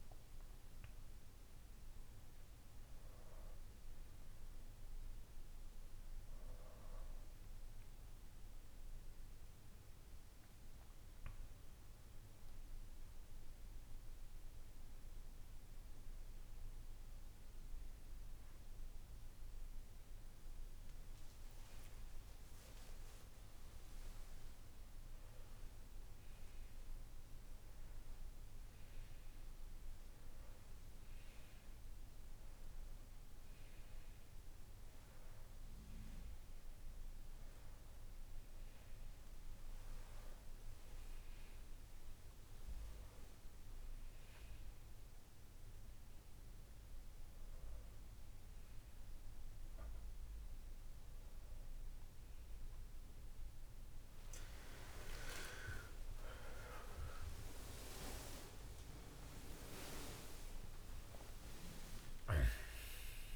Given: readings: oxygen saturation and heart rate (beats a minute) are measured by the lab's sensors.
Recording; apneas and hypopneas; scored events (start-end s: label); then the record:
breathing in sleep by a room microphone; none
24.50-26.50 s: long interval between heartbeats (device-marked, heart rate 58 before, 78 extreme)
50.50-63.36 s: new sleep stage, awake
From the record:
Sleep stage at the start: N2 (light sleep); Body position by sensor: on the back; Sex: male